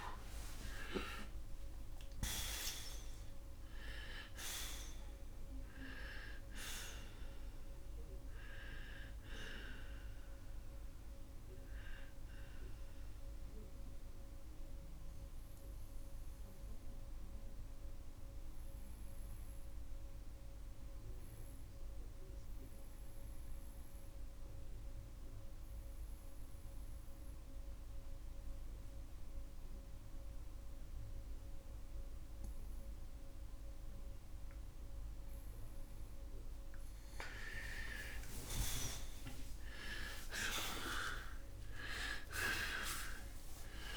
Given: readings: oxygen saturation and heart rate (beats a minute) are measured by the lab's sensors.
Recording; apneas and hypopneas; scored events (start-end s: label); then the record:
breathing in sleep by a room microphone; 1
0.00-5.00 s: arousal
13.00-35.00 s: mixed apnea (oxygen 93% before, 85% lowest)
18.50-43.97 s: oxygen desaturation (device-marked, oxygen 93% before, 85% lowest)
38.50-43.97 s: arousal
From the record:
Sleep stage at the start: N1 (lightest sleep); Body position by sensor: on the right side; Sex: male